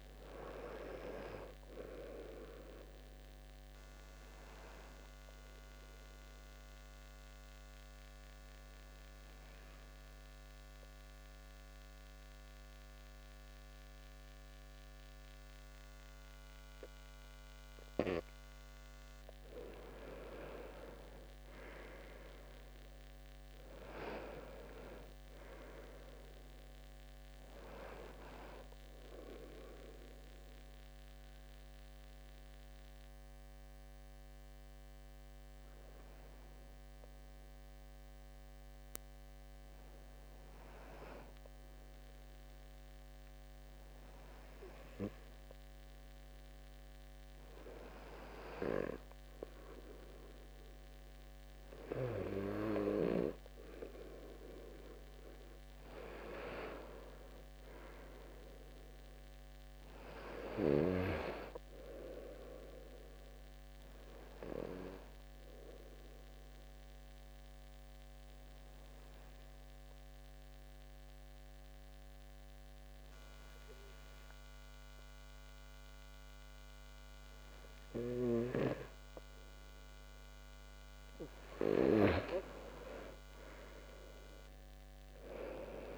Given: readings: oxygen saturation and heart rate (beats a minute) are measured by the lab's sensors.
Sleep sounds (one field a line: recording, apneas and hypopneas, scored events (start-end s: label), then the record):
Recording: breathing in sleep by a microphone on the trachea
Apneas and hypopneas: 3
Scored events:
4.00-19.00 s: mixed apnea (oxygen 96% before, 90% lowest, heart rate 71 before, 68 extreme, up 4 after)
20.50-24.50 s: arousal
31.50-53.50 s: mixed apnea (oxygen 95% before, 90% lowest, heart rate 72 before, 68 extreme, up 3 after)
43.00-53.00 s: oxygen desaturation (device-marked, oxygen 94% before, 90% lowest, heart rate 73 before, 68 extreme)
56.00-60.00 s: arousal
65.50-79.50 s: obstructive apnea (oxygen 97% before, 92% lowest, heart rate 70 before, 69 extreme, up 3 after)
83.50-85.98 s: arousal
From the record:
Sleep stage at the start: N2 (light sleep)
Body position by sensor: on the back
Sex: male